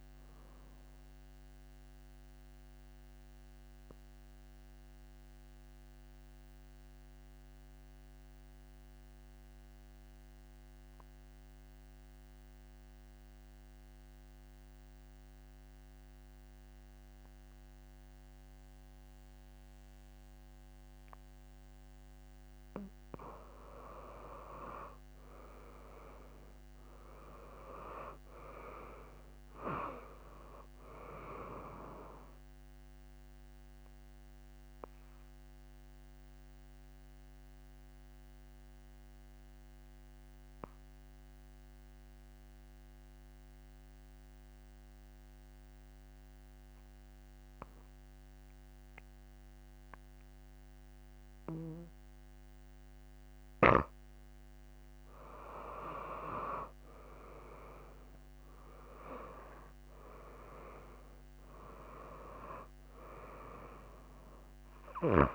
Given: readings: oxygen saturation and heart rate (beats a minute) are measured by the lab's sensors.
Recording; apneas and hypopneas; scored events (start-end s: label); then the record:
breathing in sleep by a microphone on the trachea; 2
0.00-13.50 s: oxygen desaturation (device-marked, oxygen 84% lowest)
2.50-21.50 s: obstructive apnea (oxygen 96% before, 84% lowest)
23.50-48.50 s: oxygen desaturation (device-marked, oxygen 98% before, 87% lowest)
25.00-28.50 s: arousal
34.00-52.50 s: obstructive apnea (oxygen 98% before, 87% lowest)
57.50-61.00 s: arousal
58.50-65.35 s: oxygen desaturation (device-marked, oxygen 97% before, 88% lowest)
From the record:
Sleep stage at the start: N2 (light sleep); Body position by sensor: on the back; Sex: female